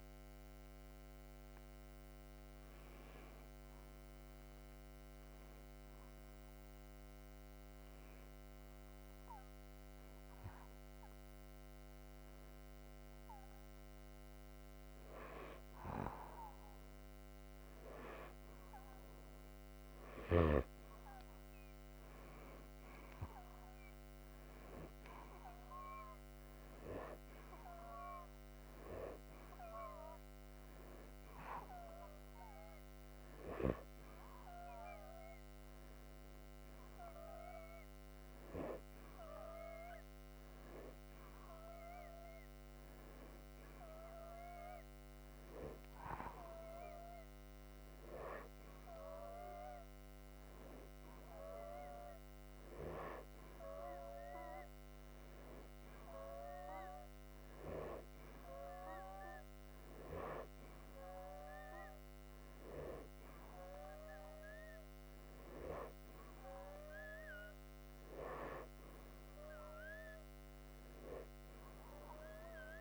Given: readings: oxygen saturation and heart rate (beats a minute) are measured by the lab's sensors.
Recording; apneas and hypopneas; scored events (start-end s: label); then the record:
breathing in sleep by a microphone on the trachea; 1
8.00-18.50 s: hypopnea (oxygen 98% before, 94% lowest)
21.00-24.50 s: arousal
From the record:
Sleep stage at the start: N2 (light sleep); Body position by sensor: upright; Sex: male